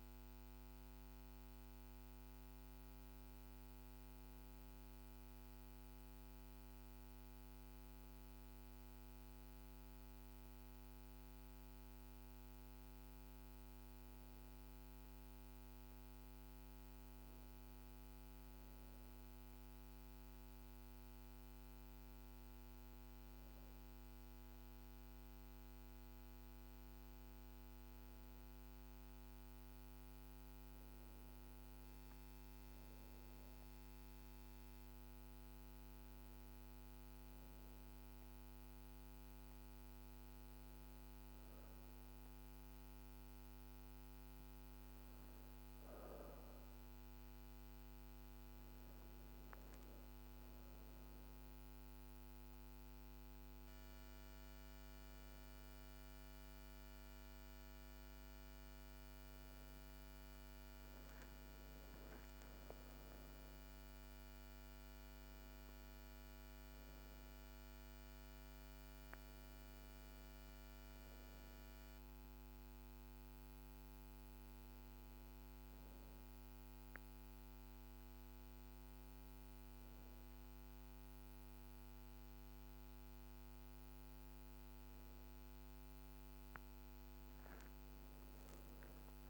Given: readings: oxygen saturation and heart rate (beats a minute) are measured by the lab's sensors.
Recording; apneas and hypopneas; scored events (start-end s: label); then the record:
breathing in sleep, hard to hear, by a microphone on the trachea; none
none scored
From the record:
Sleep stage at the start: N2 (light sleep); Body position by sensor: on the back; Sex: female